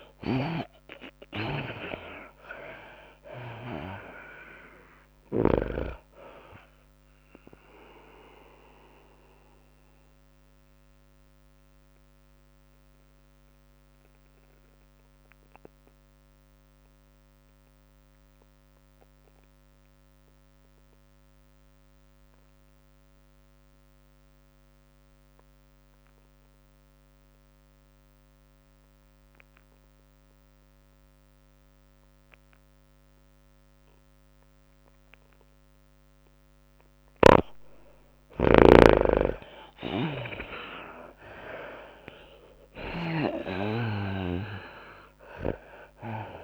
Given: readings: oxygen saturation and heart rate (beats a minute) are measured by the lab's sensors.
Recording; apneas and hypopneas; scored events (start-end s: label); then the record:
breathing in sleep by a microphone on the trachea; 1
0.00-2.50 s: arousal
0.00-16.00 s: drop in pulse transit time (device-marked, heart rate 101 before, 103 extreme)
0.00-20.00 s: oxygen desaturation (device-marked, oxygen 78% lowest, heart rate 99 extreme)
0.00-30.00 s: tachycardia (device-marked, heart rate 110 extreme)
8.00-36.00 s: mixed apnea (oxygen 99% before, 78% lowest, heart rate 103 before, 99 extreme, up 6 after)
27.00-46.44 s: oxygen desaturation (device-marked, oxygen 100% before, 79% lowest, heart rate 107 before, 99 extreme)
36.00-46.44 s: tachycardia (device-marked, heart rate 104 before, 110 extreme)
39.50-43.50 s: arousal
43.00-46.44 s: drop in pulse transit time (device-marked, heart rate 102 before, 106 extreme)
From the record:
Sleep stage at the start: N2 (light sleep); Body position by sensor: on the back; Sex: female